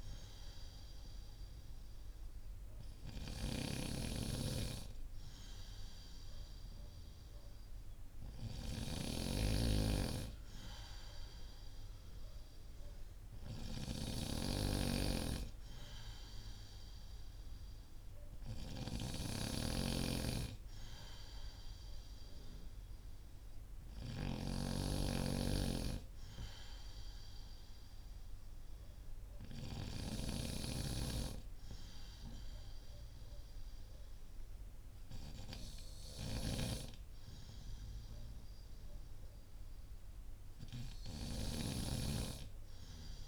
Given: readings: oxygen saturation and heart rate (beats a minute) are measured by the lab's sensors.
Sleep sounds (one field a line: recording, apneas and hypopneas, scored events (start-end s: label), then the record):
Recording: breathing in sleep by a room microphone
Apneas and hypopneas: none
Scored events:
18.50-30.00 s: snoring (device-marked)
From the record:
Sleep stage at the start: N2 (light sleep)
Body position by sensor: on the back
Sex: male